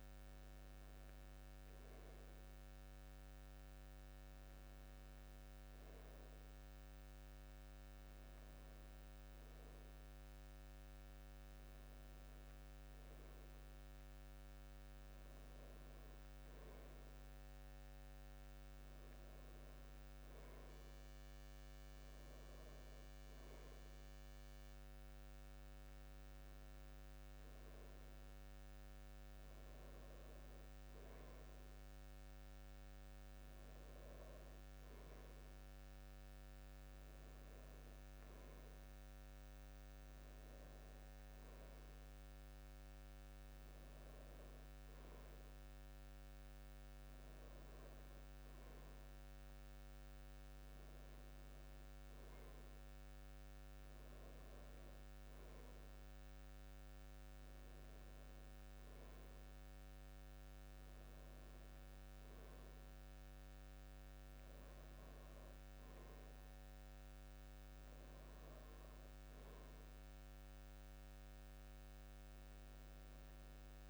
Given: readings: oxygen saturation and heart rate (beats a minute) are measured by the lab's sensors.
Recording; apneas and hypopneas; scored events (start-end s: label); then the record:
breathing in sleep, hard to hear, by a microphone on the trachea; none
none scored
From the record:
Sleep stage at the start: N2 (light sleep); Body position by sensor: on the back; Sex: male